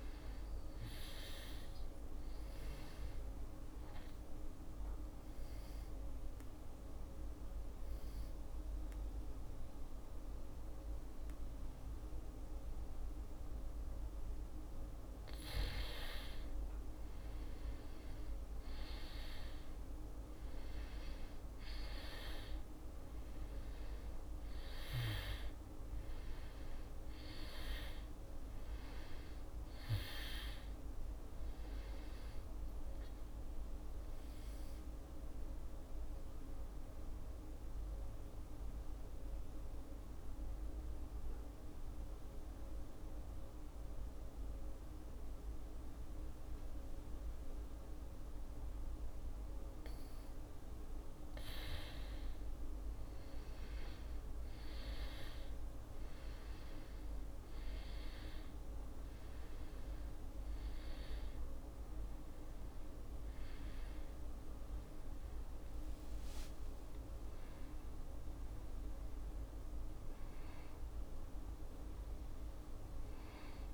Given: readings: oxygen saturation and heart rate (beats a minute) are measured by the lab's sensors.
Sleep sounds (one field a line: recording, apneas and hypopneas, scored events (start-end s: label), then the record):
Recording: breathing in sleep, hard to hear, by a room microphone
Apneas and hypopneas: 2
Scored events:
3.00-14.00 s: obstructive apnea (oxygen 98% before, 95% lowest, heart rate 66 before, 66 extreme, up 3 after)
16.00-20.50 s: arousal
31.50-50.00 s: obstructive apnea (oxygen 98% before, 94% lowest, heart rate 69 before, 65 extreme, up 4 after)
65.50-69.50 s: arousal
From the record:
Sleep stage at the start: N2 (light sleep)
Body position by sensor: on the back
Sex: male